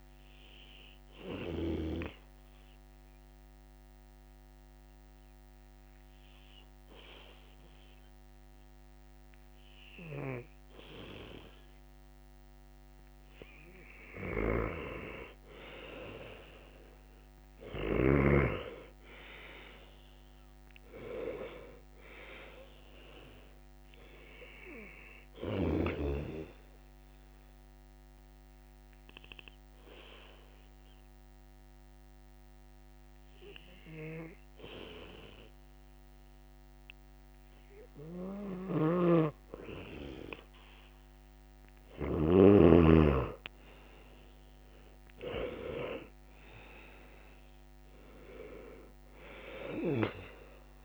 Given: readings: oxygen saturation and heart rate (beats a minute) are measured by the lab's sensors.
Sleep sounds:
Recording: breathing in sleep by a microphone on the trachea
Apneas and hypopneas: 2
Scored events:
0.00-16.00 s: oxygen desaturation (device-marked, oxygen 90% lowest, heart rate 67 extreme)
1.50-13.50 s: obstructive apnea (oxygen 95% before, 89% lowest, heart rate 74 before, 68 extreme, up 1 after)
16.50-20.50 s: arousal
24.00-43.00 s: oxygen desaturation (device-marked, oxygen 97% before, 89% lowest, heart rate 70 before, 66 extreme)
26.50-38.00 s: obstructive apnea (oxygen 97% before, 89% lowest, heart rate 70 before, 66 extreme, up 2 after)
43.00-47.00 s: arousal
49.00-50.85 s: oxygen desaturation (device-marked, oxygen 97% before, 91% lowest, heart rate 68 before, 65 extreme)
From the record:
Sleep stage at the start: N2 (light sleep)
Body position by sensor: on the back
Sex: male

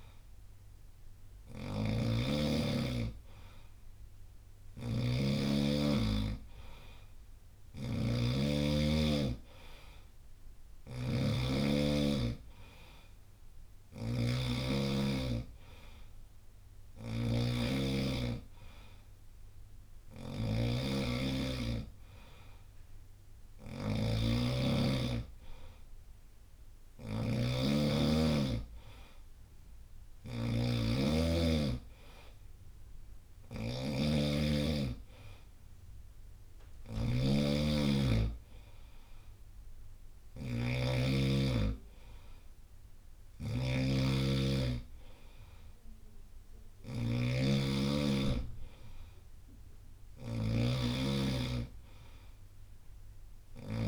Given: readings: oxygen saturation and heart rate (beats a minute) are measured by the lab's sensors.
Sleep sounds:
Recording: breathing in sleep by a room microphone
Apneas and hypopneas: none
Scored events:
0.00-53.88 s: snoring (device-marked)
8.50-10.50 s: long interval between heartbeats (device-marked, heart rate 67 before, 67 extreme)
From the record:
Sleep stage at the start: N2 (light sleep)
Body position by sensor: on the right side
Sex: male

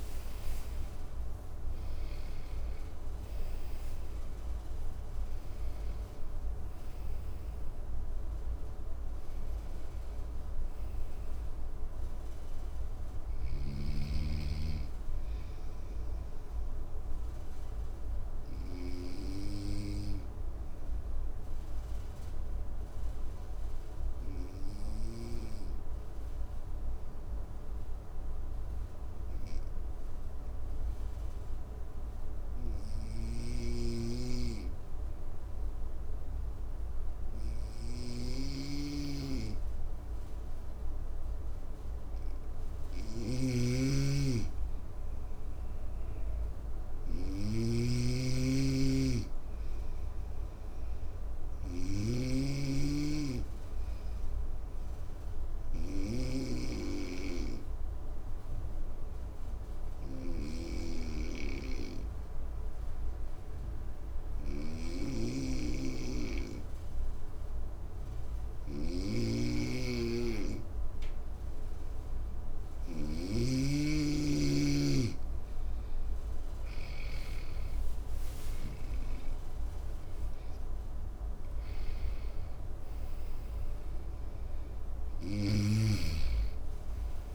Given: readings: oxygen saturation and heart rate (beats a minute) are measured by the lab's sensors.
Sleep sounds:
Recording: breathing in sleep by a room microphone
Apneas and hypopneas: 2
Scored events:
0.00-30.50 s: oxygen desaturation (device-marked, oxygen 90% lowest, heart rate 54 extreme)
18.00-39.50 s: obstructive apnea (oxygen 97% before, 90% lowest, heart rate 65 before, 54 extreme, up 2 after)
38.00-56.00 s: snoring (device-marked)
42.50-45.50 s: arousal
46.50-68.50 s: oxygen desaturation (device-marked, oxygen 99% before, 93% lowest, heart rate 56 before, 55 extreme)
54.00-74.00 s: obstructive apnea (oxygen 100% before, 91% lowest, heart rate 56 before, 56 extreme, up 15 after)
68.00-76.50 s: snoring (device-marked)
76.50-80.50 s: arousal
84.50-87.35 s: snoring (device-marked)
From the record:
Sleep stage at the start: N2 (light sleep)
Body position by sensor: on the right side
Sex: male

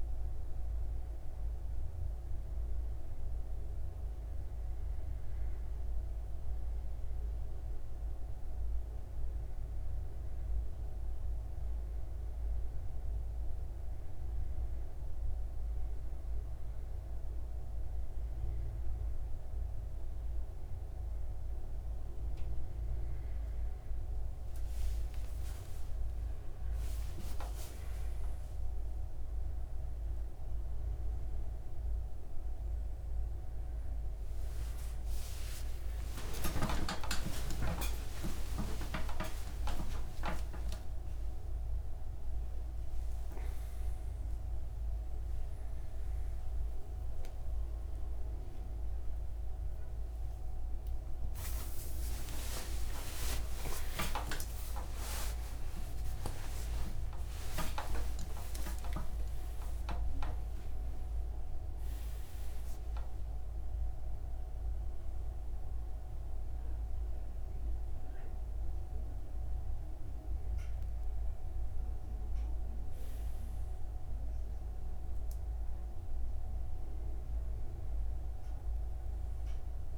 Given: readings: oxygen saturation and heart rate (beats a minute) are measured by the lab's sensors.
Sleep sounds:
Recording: a person awake in a sleep study, by a room microphone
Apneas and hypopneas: none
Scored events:
33.00-79.98 s: new sleep stage, awake
From the record:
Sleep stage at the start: N2 (light sleep)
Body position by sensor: on the right side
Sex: male

